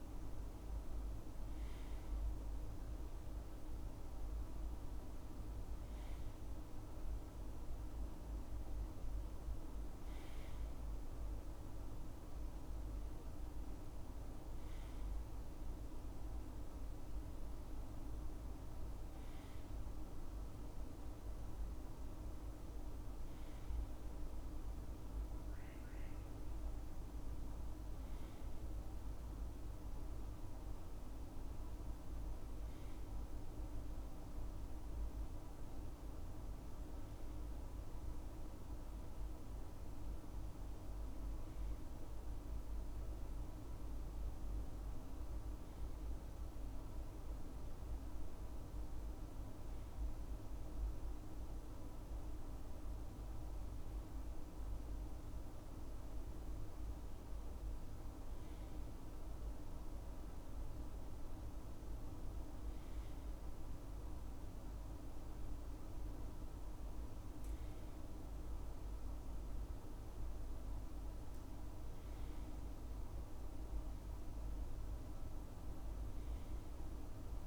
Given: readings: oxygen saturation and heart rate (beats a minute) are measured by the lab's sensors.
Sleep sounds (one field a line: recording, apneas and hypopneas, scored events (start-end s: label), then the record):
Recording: breathing in sleep, hard to hear, by a room microphone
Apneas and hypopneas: none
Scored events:
none scored
From the record:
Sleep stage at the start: N1 (lightest sleep)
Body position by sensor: on the left side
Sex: male